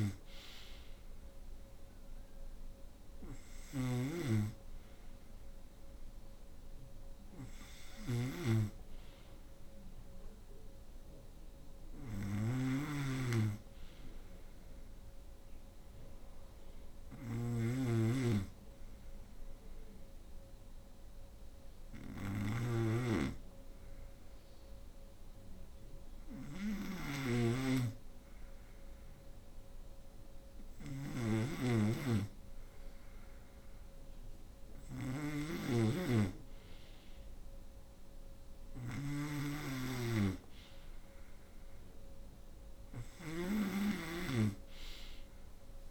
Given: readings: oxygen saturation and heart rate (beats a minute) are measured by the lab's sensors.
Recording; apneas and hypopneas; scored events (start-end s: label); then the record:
breathing in sleep by a room microphone; 1
0.00-3.50 s: oxygen desaturation (device-marked, oxygen 89% lowest, heart rate 61 extreme)
0.00-45.91 s: snoring (device-marked)
17.00-28.00 s: hypopnea (oxygen 91% before, 90% lowest, heart rate 64 before, 65 extreme, up 2 after)
30.50-34.00 s: arousal
39.50-45.91 s: oxygen desaturation (device-marked, oxygen 94% before, 90% lowest, heart rate 67 before, 65 extreme)
From the record:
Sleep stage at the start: N2 (light sleep); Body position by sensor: on the right side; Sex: female